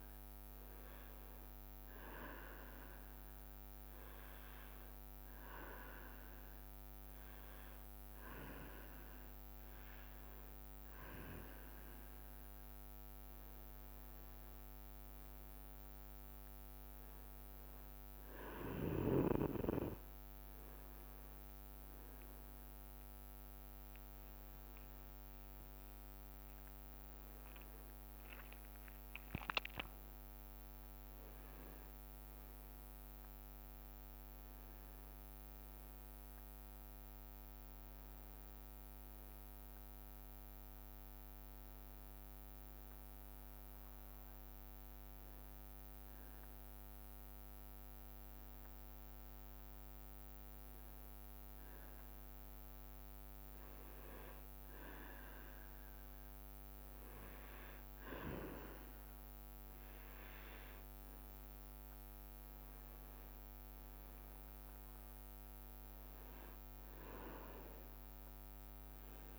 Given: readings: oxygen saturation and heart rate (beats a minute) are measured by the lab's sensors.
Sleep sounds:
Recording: breathing in sleep by a microphone on the trachea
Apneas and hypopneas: 2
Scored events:
3.50-14.50 s: hypopnea (oxygen 99% before, 95% lowest, heart rate 66 before, 66 extreme, up 2 after)
22.00-24.00 s: leg movement (device-marked)
24.50-34.00 s: leg movement (device-marked)
28.00-33.00 s: arousal
42.50-54.50 s: hypopnea (oxygen 98% before, 95% lowest, heart rate 72 before, 65 extreme, up 5 after)
56.50-69.39 s: oxygen desaturation (device-marked, oxygen 98% before, 95% lowest, heart rate 71 before, 65 extreme)
57.50-62.50 s: arousal
61.50-64.00 s: leg movement (device-marked)
64.00-69.00 s: leg movement (device-marked)
From the record:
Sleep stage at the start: N2 (light sleep)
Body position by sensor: on the back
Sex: male

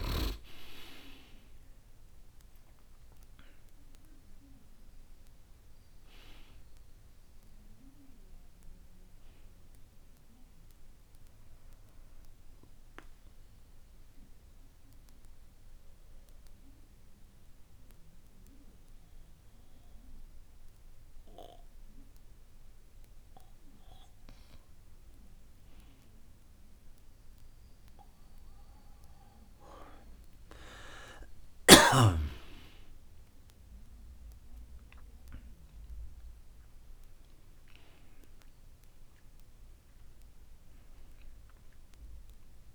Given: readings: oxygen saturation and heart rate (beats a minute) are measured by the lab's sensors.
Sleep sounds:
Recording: breathing in sleep by a room microphone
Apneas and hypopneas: 1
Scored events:
1.00-4.50 s: arousal
12.50-24.50 s: obstructive apnea (oxygen 95% before, 93% lowest, heart rate 56 before, 50 extreme, up 2 after)
31.00-36.00 s: arousal
From the record:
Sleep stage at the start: N2 (light sleep)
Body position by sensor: on the back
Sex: male

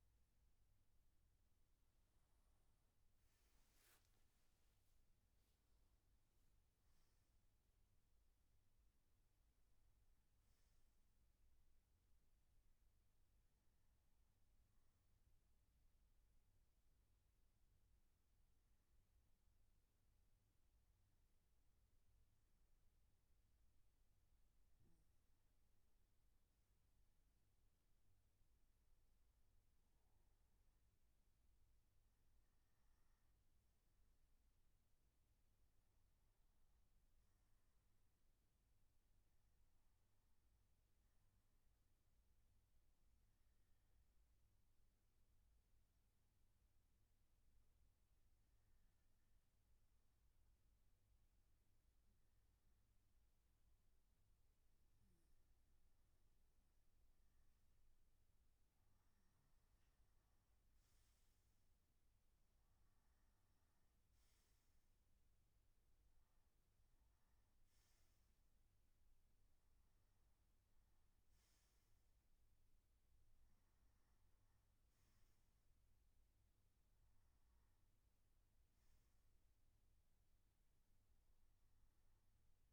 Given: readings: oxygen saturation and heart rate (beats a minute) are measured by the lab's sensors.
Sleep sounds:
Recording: breathing in sleep, hard to hear, by a room microphone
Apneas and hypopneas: 1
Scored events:
0.00-5.50 s: oxygen desaturation (device-marked, oxygen 94% lowest, heart rate 64 extreme)
43.50-56.00 s: obstructive apnea (oxygen 97% before, 94% lowest, heart rate 66 before, 60 extreme, up 0 after)
From the record:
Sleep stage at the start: N3 (deep sleep)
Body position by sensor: on the right side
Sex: male

